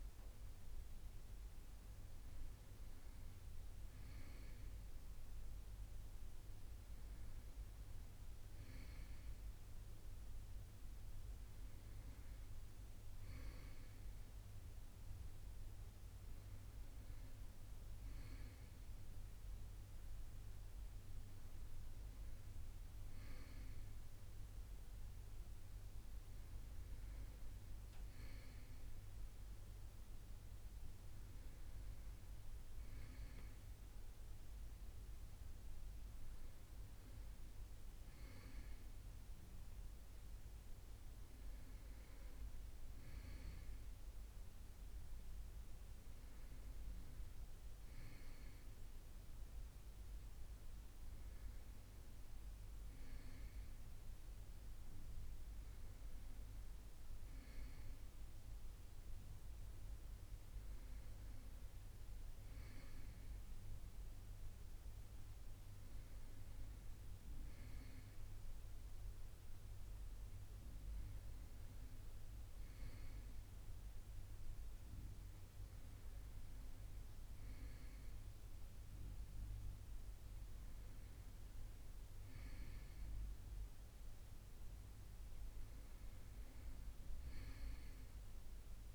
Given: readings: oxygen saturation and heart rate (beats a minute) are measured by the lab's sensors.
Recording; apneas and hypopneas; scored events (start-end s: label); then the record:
a person awake in a sleep study, hard to hear, by a room microphone; none
85.50-88.95 s: arousal
From the record:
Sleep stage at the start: awake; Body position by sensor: on the right side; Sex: male